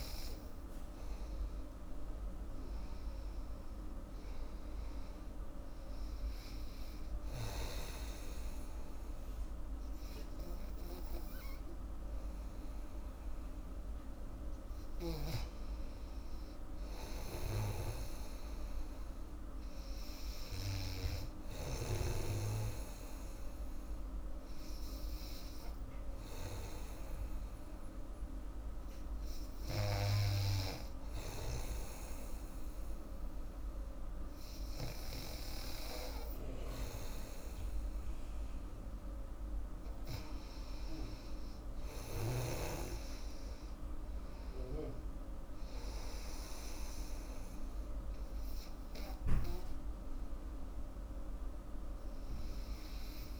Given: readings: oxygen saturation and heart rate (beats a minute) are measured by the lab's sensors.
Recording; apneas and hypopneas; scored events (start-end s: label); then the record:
breathing in sleep by a room microphone; 1
0.00-1.00 s: arousal
17.50-22.00 s: snoring (device-marked)
21.00-36.50 s: hypopnea (oxygen 97% before, 94% lowest, heart rate 79 before, 74 extreme, up 3 after)
22.50-29.50 s: oxygen desaturation (device-marked, oxygen 97% before, 94% lowest, heart rate 79 before, 74 extreme)
41.00-45.50 s: arousal
From the record:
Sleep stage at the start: N2 (light sleep); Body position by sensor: on the back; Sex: female